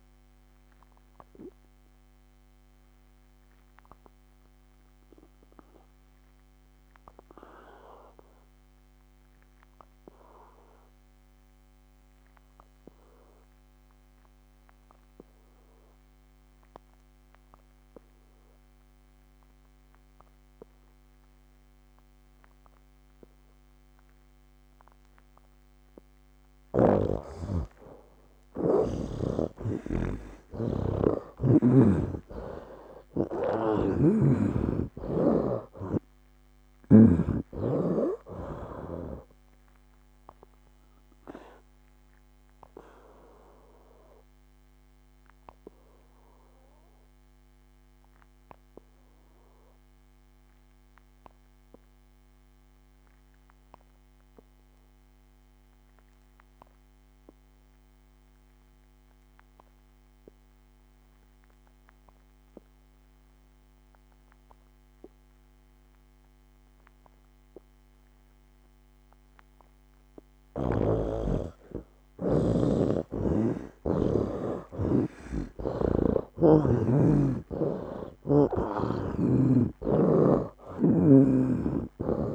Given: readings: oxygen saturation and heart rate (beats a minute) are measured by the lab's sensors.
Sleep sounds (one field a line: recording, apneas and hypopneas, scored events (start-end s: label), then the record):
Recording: breathing in sleep by a microphone on the trachea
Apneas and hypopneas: 2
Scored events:
0.00-21.00 s: oxygen desaturation (device-marked, oxygen 69% lowest, heart rate 63 extreme)
1.00-25.50 s: obstructive apnea (oxygen 97% before, 69% lowest, heart rate 71 before, 62 extreme, up 14 after)
27.00-59.00 s: oxygen desaturation (device-marked, oxygen 97% before, 71% lowest, heart rate 67 before, 61 extreme)
31.50-36.00 s: arousal
40.50-70.50 s: obstructive apnea (oxygen 97% before, 69% lowest, heart rate 72 before, 61 extreme, up 20 after)
65.00-82.35 s: oxygen desaturation (device-marked, oxygen 98% before, 69% lowest, heart rate 62 before, 61 extreme)
74.00-78.50 s: arousal
75.00-78.50 s: snoring (device-marked)
80.50-82.35 s: snoring (device-marked)
From the record:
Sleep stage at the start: N2 (light sleep)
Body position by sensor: on the back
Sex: male